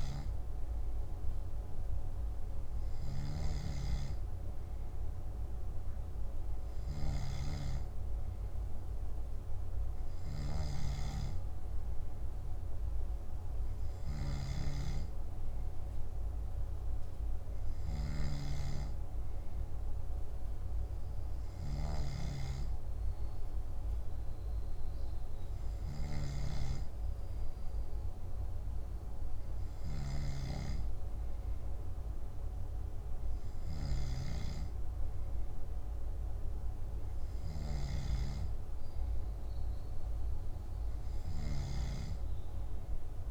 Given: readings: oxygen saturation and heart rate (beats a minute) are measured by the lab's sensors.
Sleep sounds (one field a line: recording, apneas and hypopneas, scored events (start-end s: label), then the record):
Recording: breathing in sleep by a room microphone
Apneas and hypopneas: none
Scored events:
none scored
From the record:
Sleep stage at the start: N2 (light sleep)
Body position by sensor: on the back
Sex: male